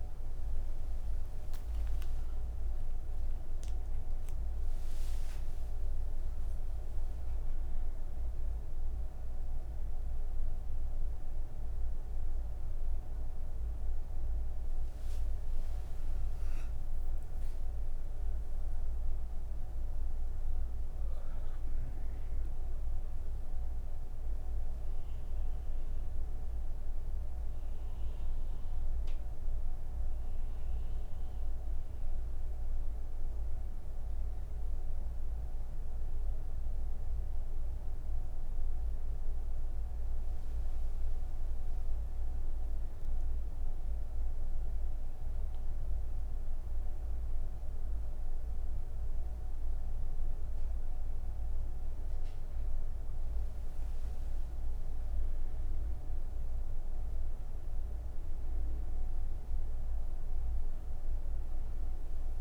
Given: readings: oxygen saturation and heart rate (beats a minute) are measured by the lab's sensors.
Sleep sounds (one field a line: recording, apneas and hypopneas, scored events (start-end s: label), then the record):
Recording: breathing in sleep, hard to hear, by a room microphone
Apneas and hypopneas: 1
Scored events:
31.00-41.00 s: obstructive apnea (oxygen 99% before, 95% lowest)
From the record:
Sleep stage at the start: N3 (deep sleep)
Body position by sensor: on the right side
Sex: female